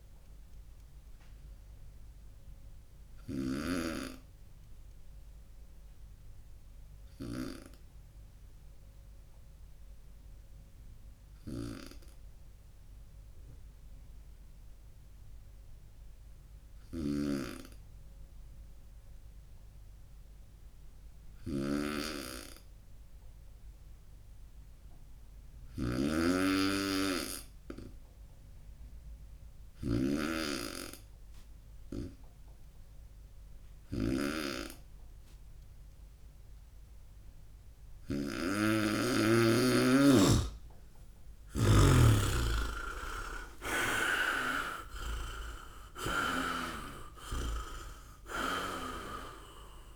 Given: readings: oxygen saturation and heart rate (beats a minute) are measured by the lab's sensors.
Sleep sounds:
breathing in sleep by a room microphone; 1
0.00-7.50 s: snoring (device-marked)
1.00-38.50 s: obstructive apnea (oxygen 99% before, 91% lowest, heart rate 68 before, 57 extreme, up 18 after)
16.50-45.00 s: snoring (device-marked)
41.50-44.50 s: arousal
47.00-49.96 s: snoring (device-marked)
From the record:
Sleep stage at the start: N2 (light sleep); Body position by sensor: on the right side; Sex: male

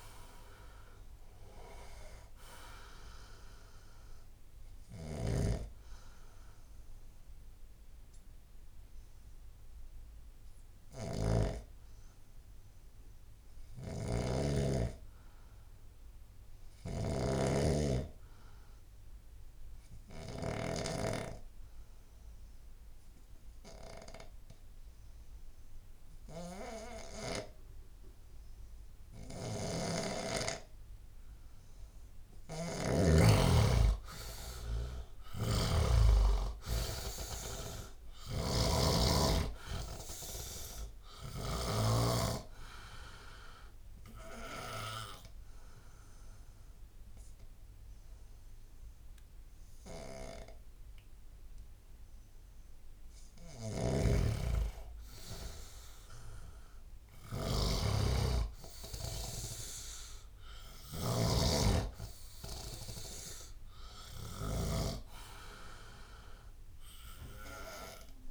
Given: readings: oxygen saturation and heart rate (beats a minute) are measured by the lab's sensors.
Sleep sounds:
breathing in sleep by a room microphone; 2
0.00-27.00 s: oxygen desaturation (device-marked, oxygen 85% lowest, heart rate 63 extreme)
5.00-20.50 s: snoring (device-marked)
19.50-32.50 s: obstructive apnea (oxygen 95% before, 87% lowest, heart rate 81 before, 63 extreme, up 16 after)
29.50-33.00 s: snoring (device-marked)
34.00-38.50 s: arousal
35.00-42.00 s: snoring (device-marked)
42.00-56.00 s: oxygen desaturation (device-marked, oxygen 96% before, 87% lowest, heart rate 72 before, 68 extreme)
43.50-53.50 s: obstructive apnea (oxygen 97% before, 87% lowest, heart rate 73 before, 68 extreme, up 6 after)
53.50-64.50 s: snoring (device-marked)
55.50-58.00 s: arousal
From the record:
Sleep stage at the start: N2 (light sleep); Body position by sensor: on the left side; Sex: male

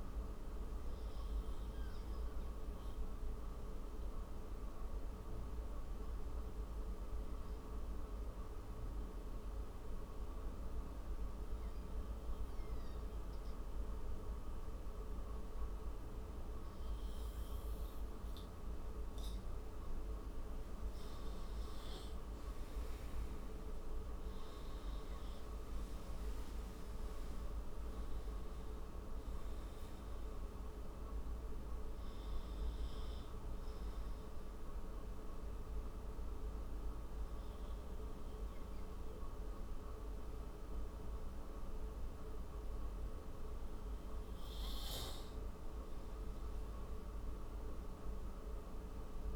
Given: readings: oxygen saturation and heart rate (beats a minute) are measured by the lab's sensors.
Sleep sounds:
breathing in sleep, hard to hear, by a room microphone; 2
3.00-18.00 s: obstructive apnea (oxygen 98% before, 94% lowest)
7.50-19.50 s: oxygen desaturation (device-marked, oxygen 98% before, 94% lowest)
21.00-24.50 s: arousal
33.50-44.00 s: obstructive apnea (oxygen 98% before, 94% lowest)
From the record:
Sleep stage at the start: N2 (light sleep); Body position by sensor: on the right side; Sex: male

